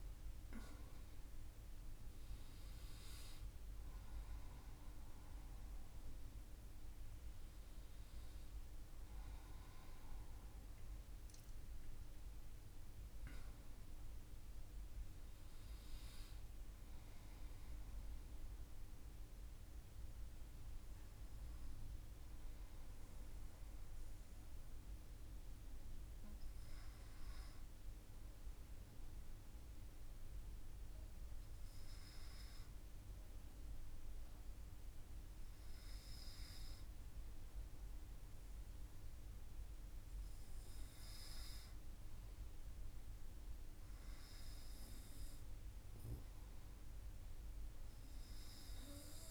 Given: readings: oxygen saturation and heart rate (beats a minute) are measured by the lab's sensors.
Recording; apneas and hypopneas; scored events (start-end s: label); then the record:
breathing in sleep, hard to hear, by a room microphone; none
none scored
From the record:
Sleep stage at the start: N2 (light sleep); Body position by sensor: on the front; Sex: male